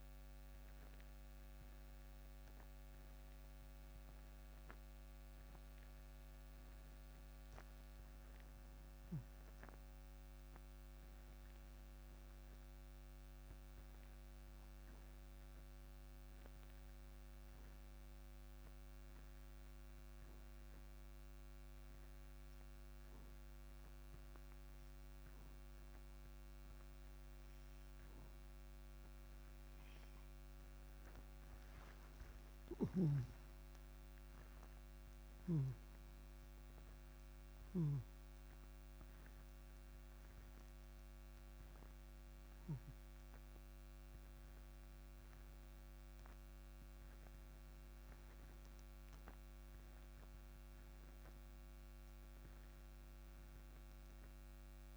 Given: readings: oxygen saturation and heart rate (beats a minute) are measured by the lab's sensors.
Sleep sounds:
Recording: breathing in sleep, hard to hear, by a microphone on the trachea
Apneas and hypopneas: 1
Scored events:
0.00-11.00 s: oxygen desaturation (device-marked, oxygen 87% lowest)
15.00-29.50 s: obstructive apnea (oxygen 95% before, 89% lowest, heart rate 41 before, 86 extreme, up 41 after)
33.00-36.00 s: arousal
36.00-54.97 s: oxygen desaturation (device-marked, oxygen 97% before, 89% lowest, heart rate 113 before, 59 extreme)
From the record:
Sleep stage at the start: N2 (light sleep)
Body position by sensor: on the right side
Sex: male

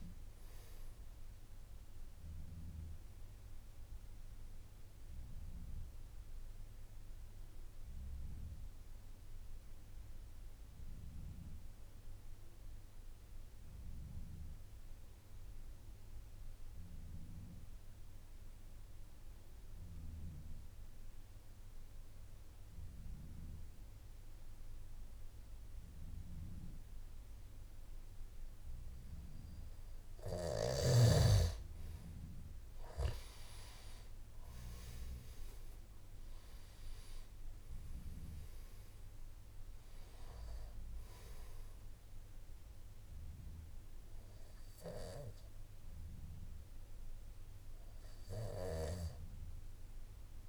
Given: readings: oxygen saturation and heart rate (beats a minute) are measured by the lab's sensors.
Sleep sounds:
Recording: breathing in sleep by a room microphone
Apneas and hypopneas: 1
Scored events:
0.00-21.50 s: oxygen desaturation (device-marked, oxygen 89% lowest, heart rate 53 extreme)
4.50-29.00 s: obstructive apnea (oxygen 98% before, 88% lowest, heart rate 59 before, 51 extreme, up 9 after)
30.50-50.49 s: oxygen desaturation (device-marked, oxygen 98% before, 88% lowest, heart rate 54 before, 51 extreme)
From the record:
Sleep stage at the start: N2 (light sleep)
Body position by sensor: on the back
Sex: male

